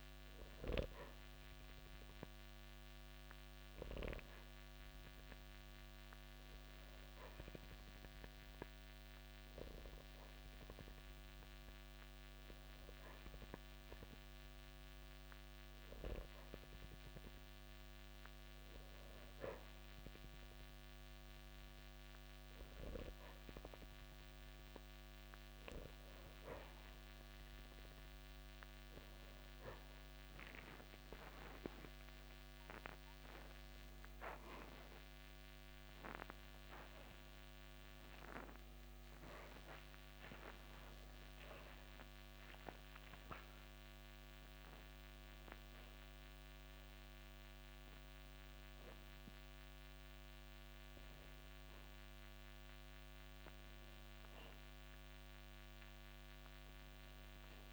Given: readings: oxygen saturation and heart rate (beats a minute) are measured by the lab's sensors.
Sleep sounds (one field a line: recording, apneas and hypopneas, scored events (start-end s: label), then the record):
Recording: breathing in sleep by a microphone on the trachea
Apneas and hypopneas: none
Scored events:
33.00-39.00 s: arousal
From the record:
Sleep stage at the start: N2 (light sleep)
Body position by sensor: on the back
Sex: male